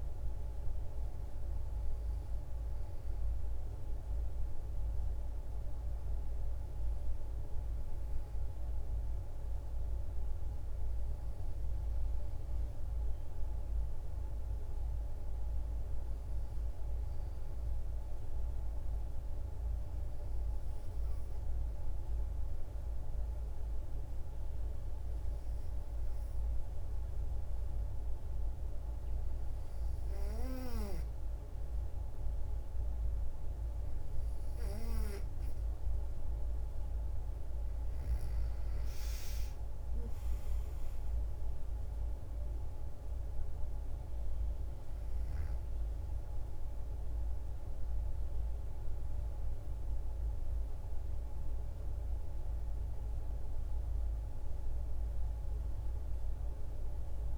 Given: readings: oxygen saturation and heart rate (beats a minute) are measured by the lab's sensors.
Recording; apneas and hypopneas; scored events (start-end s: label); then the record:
breathing in sleep, hard to hear, by a room microphone; 1
7.00-11.50 s: arousal
17.50-28.50 s: hypopnea (oxygen 95% before, 91% lowest, heart rate 57 before, 55 extreme, up 1 after)
36.00-40.00 s: arousal
From the record:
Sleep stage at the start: N2 (light sleep); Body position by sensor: on the back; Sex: female